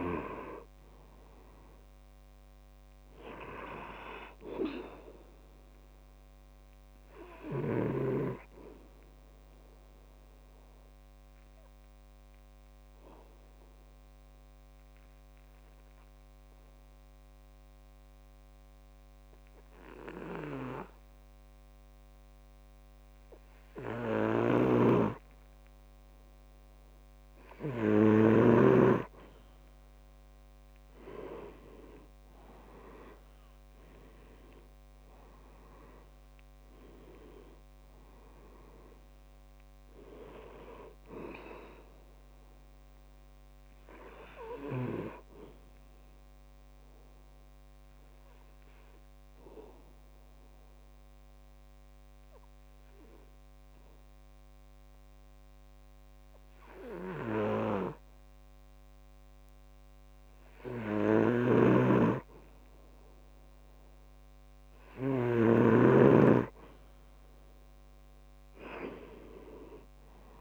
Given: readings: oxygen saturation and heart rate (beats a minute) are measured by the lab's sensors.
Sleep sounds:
breathing in sleep by a microphone on the trachea; 2
0.00-21.50 s: oxygen desaturation (device-marked, oxygen 92% lowest, heart rate 65 extreme)
5.50-25.00 s: obstructive apnea (oxygen 98% before, 91% lowest, heart rate 70 before, 65 extreme, up 3 after)
24.50-29.00 s: snoring (device-marked)
30.50-58.50 s: oxygen desaturation (device-marked, oxygen 98% before, 91% lowest, heart rate 66 before, 63 extreme)
31.00-35.50 s: arousal
46.00-62.50 s: obstructive apnea (oxygen 98% before, 91% lowest, heart rate 72 before, 62 extreme, up 4 after)
61.50-65.50 s: snoring (device-marked)
64.50-67.00 s: arousal
66.50-70.41 s: oxygen desaturation (device-marked, oxygen 98% before, 91% lowest, heart rate 67 before, 62 extreme)
From the record:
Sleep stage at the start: N2 (light sleep); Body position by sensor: on the back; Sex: male

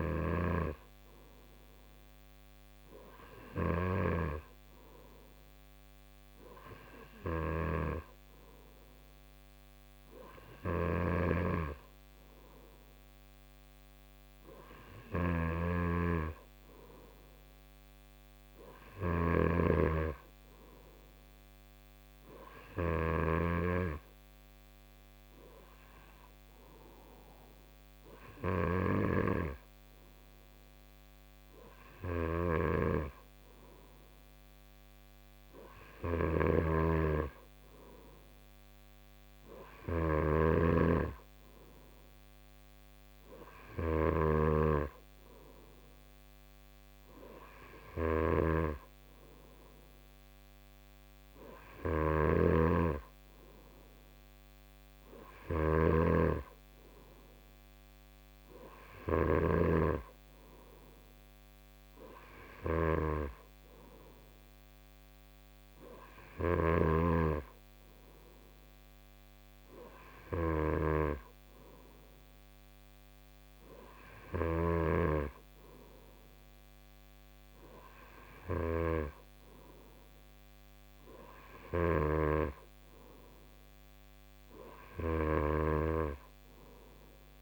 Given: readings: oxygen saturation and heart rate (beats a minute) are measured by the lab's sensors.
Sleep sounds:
breathing in sleep by a microphone on the trachea; none
0.00-74.50 s: snoring (device-marked)
81.50-87.41 s: snoring (device-marked)
From the record:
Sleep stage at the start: N2 (light sleep); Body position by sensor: on the right side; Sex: male

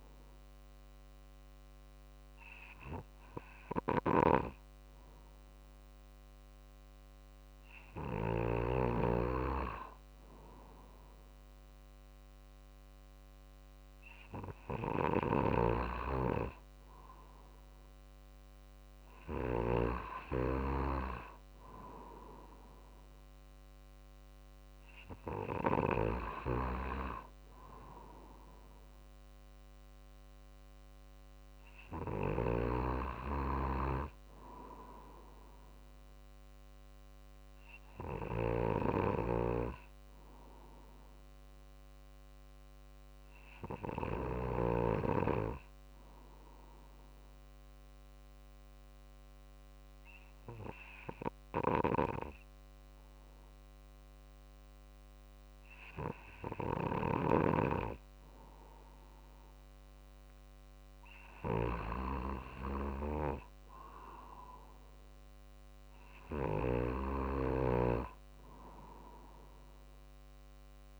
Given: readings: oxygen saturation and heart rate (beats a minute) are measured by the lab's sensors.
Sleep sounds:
breathing in sleep by a microphone on the trachea; 1
37.00-40.50 s: arousal
44.50-58.00 s: obstructive apnea (oxygen 95% before, 94% lowest, heart rate 50 before, 49 extreme, up 3 after)
61.00-71.00 s: drop in pulse transit time (device-marked, heart rate 49 before, 49 extreme)
62.00-65.50 s: arousal
From the record:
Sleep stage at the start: N2 (light sleep); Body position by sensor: on the right side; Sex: male

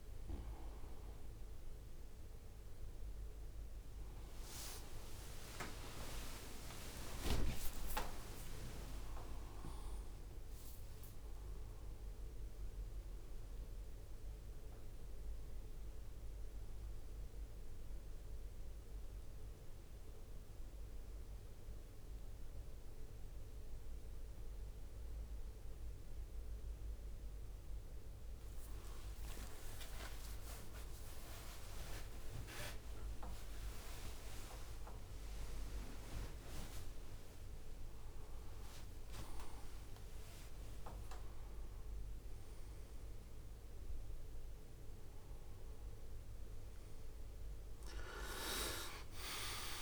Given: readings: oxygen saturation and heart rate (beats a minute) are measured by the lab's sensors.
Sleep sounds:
a person awake in a sleep study, by a room microphone; none
4.50-49.82 s: new sleep stage, awake
7.50-21.50 s: drop in pulse transit time (device-marked, heart rate 67 before, 73 extreme)
36.50-44.50 s: drop in pulse transit time (device-marked, heart rate 72 before, 77 extreme)
From the record:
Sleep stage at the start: N2 (light sleep); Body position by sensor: on the right side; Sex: male

